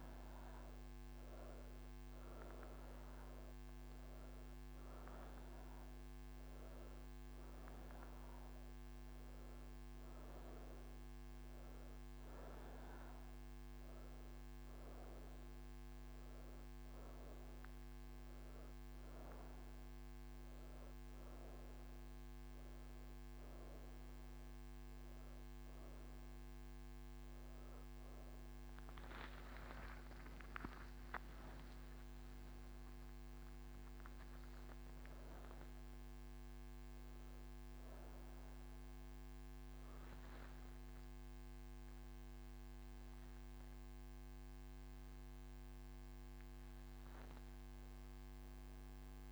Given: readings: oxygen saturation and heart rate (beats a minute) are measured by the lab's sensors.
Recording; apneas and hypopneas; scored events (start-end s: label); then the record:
breathing in sleep, hard to hear, by a microphone on the trachea; none
8.50-49.32 s: new sleep stage, N1 (lightest sleep)
27.50-35.50 s: oxygen desaturation (device-marked, oxygen 94% before, 91% lowest)
From the record:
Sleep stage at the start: N3 (deep sleep); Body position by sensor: on the right side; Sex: female